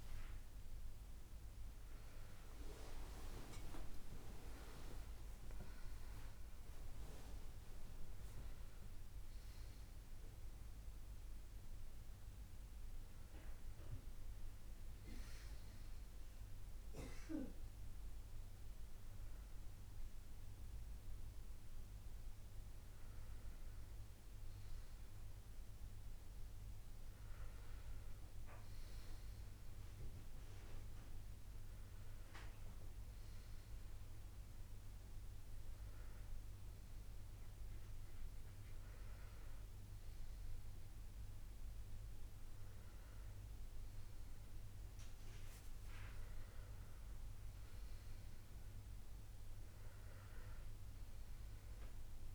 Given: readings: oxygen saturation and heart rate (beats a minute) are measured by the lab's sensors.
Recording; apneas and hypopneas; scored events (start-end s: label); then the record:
a person awake in a sleep study, by a room microphone; none
30.00-52.35 s: new sleep stage, N1 (lightest sleep)
From the record:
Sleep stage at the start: awake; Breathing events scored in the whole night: 145 in 4.9 hours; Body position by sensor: on the back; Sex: male